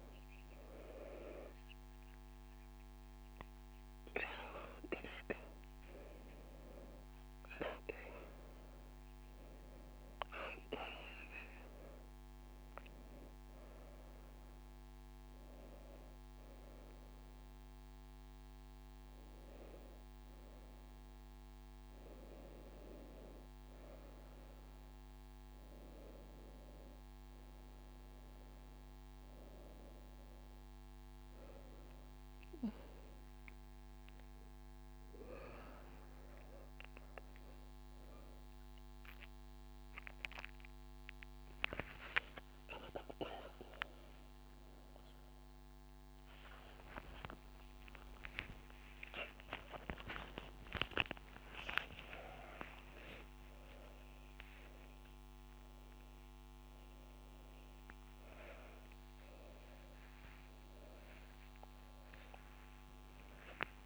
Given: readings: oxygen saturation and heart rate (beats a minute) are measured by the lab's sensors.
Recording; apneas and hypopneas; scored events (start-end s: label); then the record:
a person awake in a sleep study, by a microphone on the trachea; none
0.50-2.50 s: long interval between heartbeats (device-marked, heart rate 35 before, 70 extreme)
9.00-32.00 s: drop in pulse transit time (device-marked)
11.00-13.00 s: long interval between heartbeats (device-marked)
14.50-16.50 s: long interval between heartbeats (device-marked, heart rate 51 before, 28 extreme)
43.00-45.00 s: long interval between heartbeats (device-marked)
51.00-53.00 s: long interval between heartbeats (device-marked)
62.50-63.86 s: long interval between heartbeats (device-marked, heart rate 67 before, 89 extreme)
From the record:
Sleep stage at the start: awake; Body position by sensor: on the right side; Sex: female